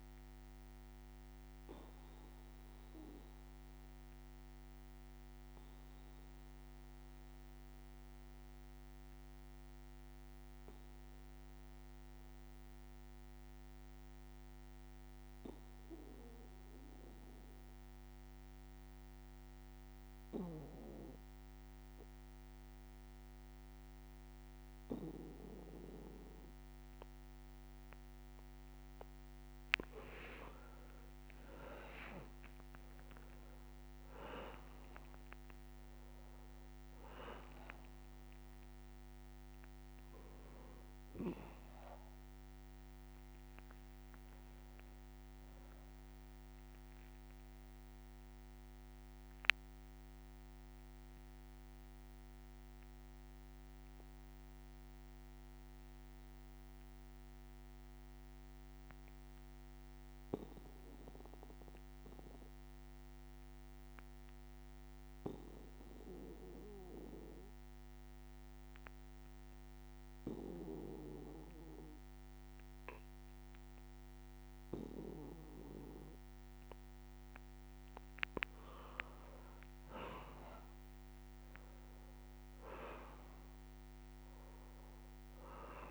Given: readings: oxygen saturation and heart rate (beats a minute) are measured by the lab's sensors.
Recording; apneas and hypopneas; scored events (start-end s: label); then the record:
breathing in sleep by a microphone on the trachea; 2
0.00-13.50 s: oxygen desaturation (device-marked, oxygen 91% lowest, heart rate 60 extreme)
0.50-27.50 s: obstructive apnea (oxygen 99% before, 91% lowest, heart rate 63 before, 60 extreme, up 4 after)
25.50-52.50 s: oxygen desaturation (device-marked, oxygen 99% before, 91% lowest, heart rate 61 before, 60 extreme)
30.00-36.00 s: arousal
47.50-77.00 s: obstructive apnea (oxygen 99% before, 91% lowest, heart rate 64 before, 60 extreme, up 3 after)
73.50-85.91 s: oxygen desaturation (device-marked, oxygen 99% before, 91% lowest, heart rate 61 before, 60 extreme)
79.00-84.00 s: arousal
From the record:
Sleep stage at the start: N2 (light sleep); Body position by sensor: on the back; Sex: male